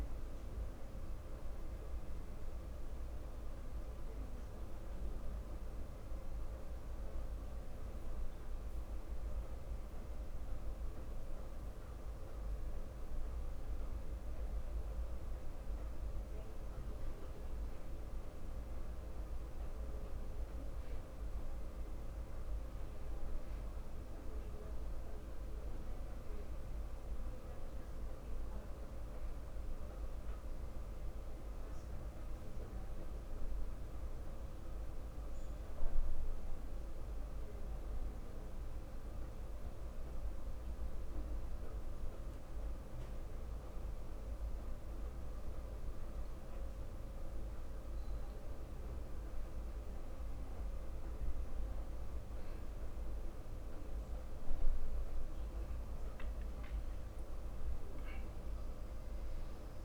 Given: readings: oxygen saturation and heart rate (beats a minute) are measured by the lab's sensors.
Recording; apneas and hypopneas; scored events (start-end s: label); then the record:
a person awake in a sleep study, hard to hear, by a room microphone; none
30.00-59.85 s: new sleep stage, N2 (light sleep)
58.00-59.85 s: oxygen desaturation (device-marked, oxygen 96% before, 92% lowest, heart rate 58 before, 55 extreme)
From the record:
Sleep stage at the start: awake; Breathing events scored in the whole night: 180 in 3.3 hours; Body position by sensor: on the back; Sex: male